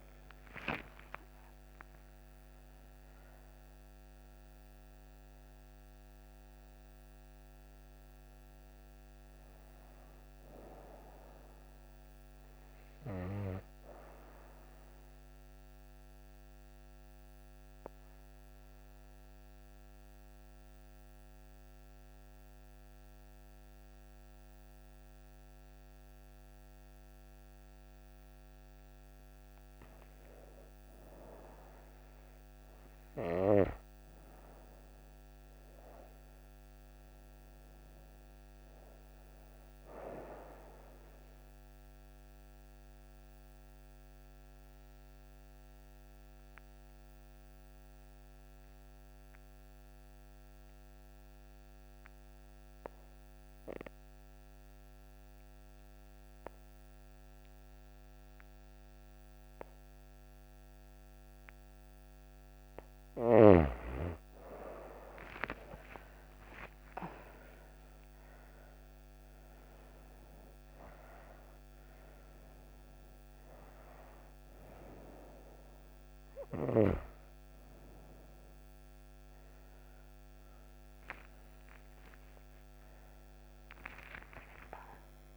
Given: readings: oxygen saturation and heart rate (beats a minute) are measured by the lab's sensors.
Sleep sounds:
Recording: breathing in sleep by a microphone on the trachea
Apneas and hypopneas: 2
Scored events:
0.00-1.00 s: arousal
0.00-27.50 s: oxygen desaturation (device-marked, oxygen 92% lowest)
12.00-29.00 s: obstructive apnea (oxygen 100% before, 90% lowest)
31.00-34.00 s: arousal
42.00-61.50 s: obstructive apnea (oxygen 98% before, 89% lowest)
64.50-68.50 s: arousal
71.50-85.37 s: oxygen desaturation (device-marked, oxygen 96% before, 89% lowest)
81.50-85.37 s: arousal
From the record:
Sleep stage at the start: N2 (light sleep)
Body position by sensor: on the right side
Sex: female

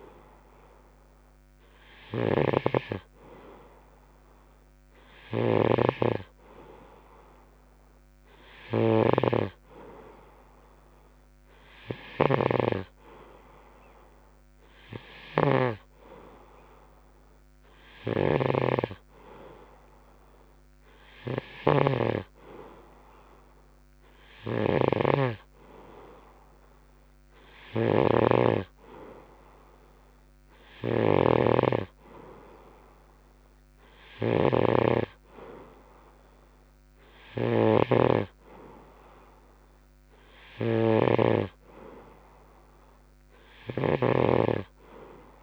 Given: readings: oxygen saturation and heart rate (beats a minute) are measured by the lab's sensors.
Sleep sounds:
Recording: breathing in sleep by a microphone on the trachea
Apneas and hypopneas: none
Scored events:
0.00-45.43 s: snoring (device-marked)
From the record:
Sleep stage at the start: N2 (light sleep)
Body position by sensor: on the right side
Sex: male

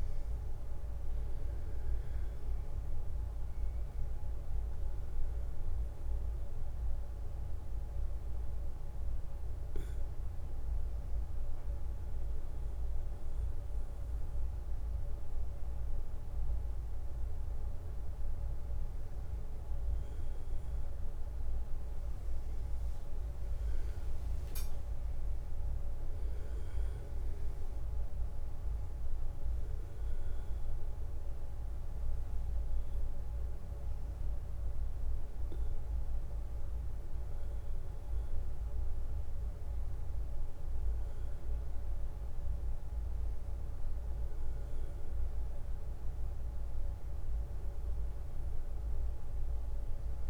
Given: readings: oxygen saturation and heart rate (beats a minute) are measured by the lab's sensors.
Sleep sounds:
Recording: breathing in sleep, hard to hear, by a room microphone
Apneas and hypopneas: 1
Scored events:
5.50-16.50 s: hypopnea (oxygen 96% before, 94% lowest, heart rate 157 before, 64 extreme, up 3 after)
20.00-25.00 s: arousal
From the record:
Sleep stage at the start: N1 (lightest sleep)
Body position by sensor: on the back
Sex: male

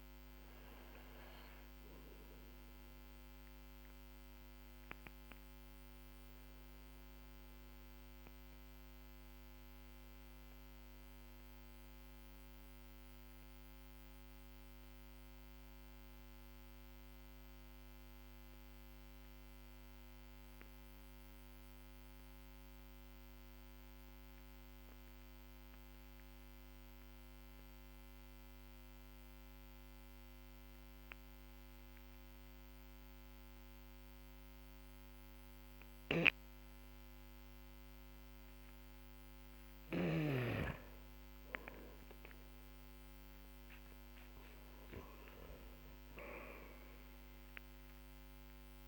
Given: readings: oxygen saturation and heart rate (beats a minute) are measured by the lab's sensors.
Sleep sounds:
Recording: breathing in sleep, hard to hear, by a microphone on the trachea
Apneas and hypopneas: 1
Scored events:
0.00-16.00 s: oxygen desaturation (device-marked, oxygen 91% lowest, heart rate 46 extreme)
1.00-38.50 s: mixed apnea (oxygen 97% before, 91% lowest, heart rate 52 before, 45 extreme, up 11 after)
31.00-48.88 s: oxygen desaturation (device-marked, oxygen 99% before, 91% lowest, heart rate 53 before, 43 extreme)
42.00-47.00 s: arousal
From the record:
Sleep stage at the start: N2 (light sleep)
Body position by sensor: on the back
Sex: male

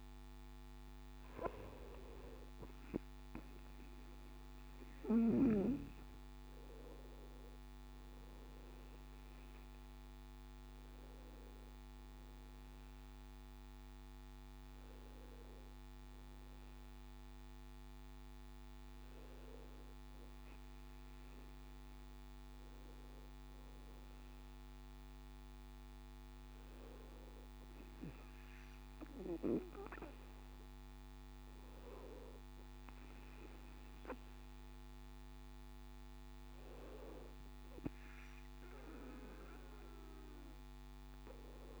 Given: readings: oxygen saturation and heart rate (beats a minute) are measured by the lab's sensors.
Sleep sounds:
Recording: breathing in sleep by a microphone on the trachea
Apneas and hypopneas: none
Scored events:
none scored
From the record:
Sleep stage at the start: N2 (light sleep)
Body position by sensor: on the back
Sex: male

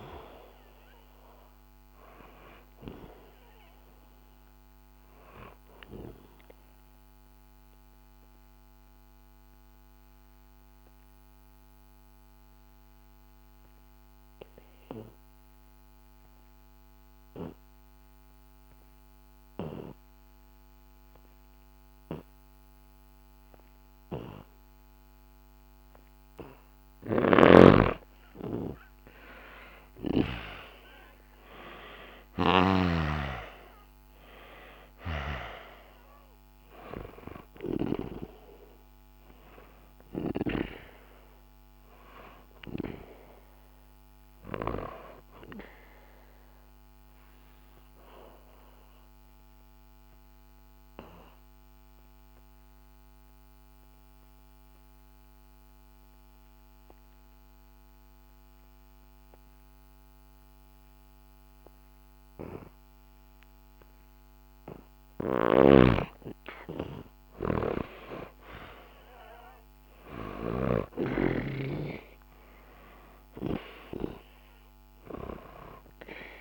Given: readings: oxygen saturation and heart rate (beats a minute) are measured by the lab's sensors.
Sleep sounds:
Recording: breathing in sleep by a microphone on the trachea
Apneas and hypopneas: 2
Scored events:
0.00-8.00 s: oxygen desaturation (device-marked, oxygen 89% lowest, heart rate 61 extreme)
5.50-27.00 s: obstructive apnea (oxygen 96% before, 89% lowest, heart rate 69 before, 61 extreme, up 4 after)
28.00-33.00 s: arousal
36.00-56.00 s: oxygen desaturation (device-marked, oxygen 99% before, 90% lowest, heart rate 64 before, 62 extreme)
47.00-65.00 s: obstructive apnea (oxygen 99% before, 90% lowest, heart rate 65 before, 62 extreme, up 0 after)
66.50-71.50 s: arousal
71.00-76.41 s: oxygen desaturation (device-marked, oxygen 98% before, 90% lowest, heart rate 66 before, 64 extreme)
From the record:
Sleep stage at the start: N2 (light sleep)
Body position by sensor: on the back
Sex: male

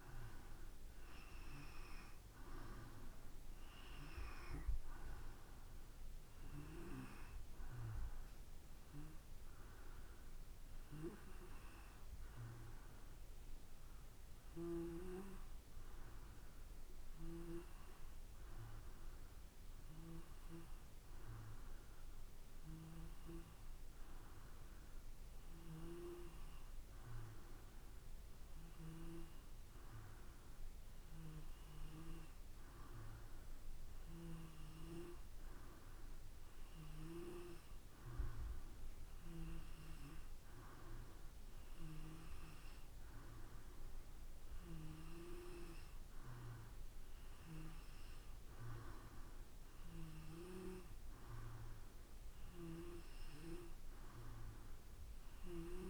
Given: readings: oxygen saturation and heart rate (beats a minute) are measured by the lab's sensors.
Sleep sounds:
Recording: breathing in sleep by a room microphone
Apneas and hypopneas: 1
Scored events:
0.00-16.50 s: oxygen desaturation (device-marked, oxygen 91% lowest, heart rate 56 extreme)
13.00-29.50 s: hypopnea (oxygen 94% before, 93% lowest, heart rate 60 before, 56 extreme, up 3 after)
32.50-36.50 s: arousal
From the record:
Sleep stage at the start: N2 (light sleep)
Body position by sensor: on the back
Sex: male

